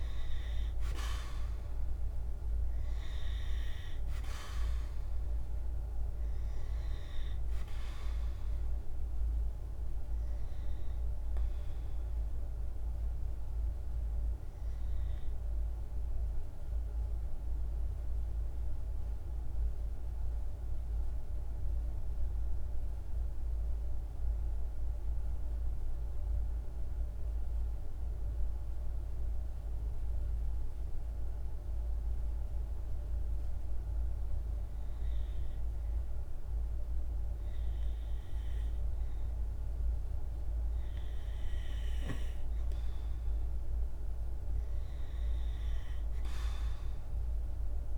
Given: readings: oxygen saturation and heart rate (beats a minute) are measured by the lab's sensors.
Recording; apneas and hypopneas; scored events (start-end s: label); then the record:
breathing in sleep, hard to hear, by a room microphone; 1
0.00-17.50 s: oxygen desaturation (device-marked, oxygen 92% lowest, heart rate 52 extreme)
17.00-32.00 s: mixed apnea (oxygen 98% before, 92% lowest, heart rate 55 before, 52 extreme, up 2 after)
35.00-38.50 s: arousal
39.50-47.98 s: oxygen desaturation (device-marked, oxygen 98% before, 92% lowest, heart rate 53 before, 52 extreme)
From the record:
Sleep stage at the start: N2 (light sleep); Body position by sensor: on the right side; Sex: male